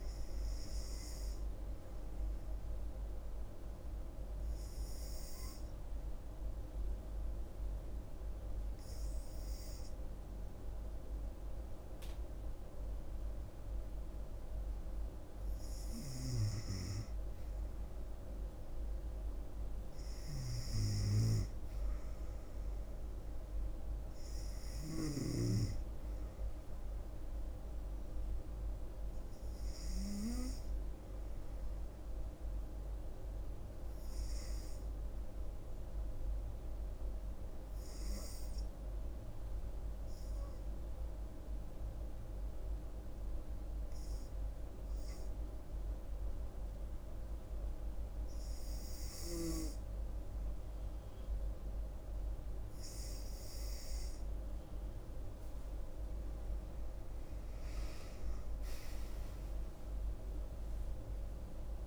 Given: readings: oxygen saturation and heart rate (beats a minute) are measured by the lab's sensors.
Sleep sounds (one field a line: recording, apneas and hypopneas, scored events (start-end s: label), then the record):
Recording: breathing in sleep, hard to hear, by a room microphone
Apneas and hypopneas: 2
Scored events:
2.50-15.00 s: hypopnea (oxygen 98% before, 94% lowest, heart rate 67 before, 65 extreme, up 2 after)
4.00-12.00 s: oxygen desaturation (device-marked, oxygen 99% before, 96% lowest, heart rate 67 before, 65 extreme)
18.50-22.50 s: arousal
38.50-53.50 s: hypopnea (oxygen 97% before, 93% lowest, heart rate 67 before, 64 extreme, up 11 after)
56.50-60.00 s: arousal
From the record:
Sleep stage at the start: N2 (light sleep)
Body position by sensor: on the right side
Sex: female